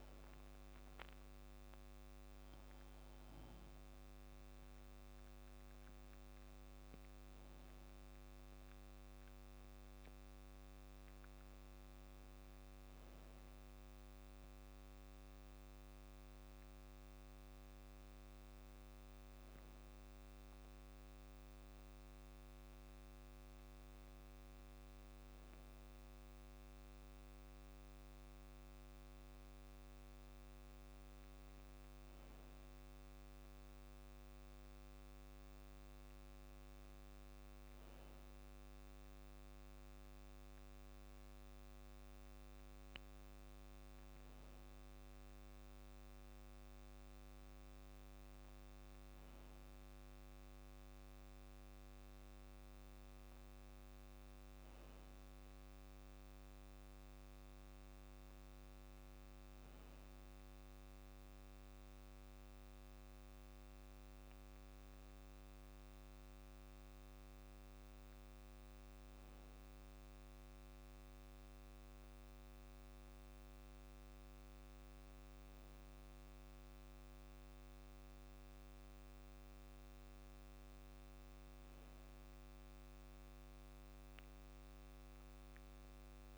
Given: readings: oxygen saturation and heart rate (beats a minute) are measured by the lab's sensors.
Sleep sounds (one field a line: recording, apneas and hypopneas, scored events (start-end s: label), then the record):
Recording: breathing in sleep, hard to hear, by a microphone on the trachea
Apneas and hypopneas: 1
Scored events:
56.50-60.00 s: arousal
68.00-80.00 s: hypopnea (oxygen 96% before, 94% lowest, heart rate 61 before, 58 extreme, up 2 after)
82.00-86.00 s: arousal
86.00-86.38 s: new sleep stage, REM sleep
From the record:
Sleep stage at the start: N2 (light sleep)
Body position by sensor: on the back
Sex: male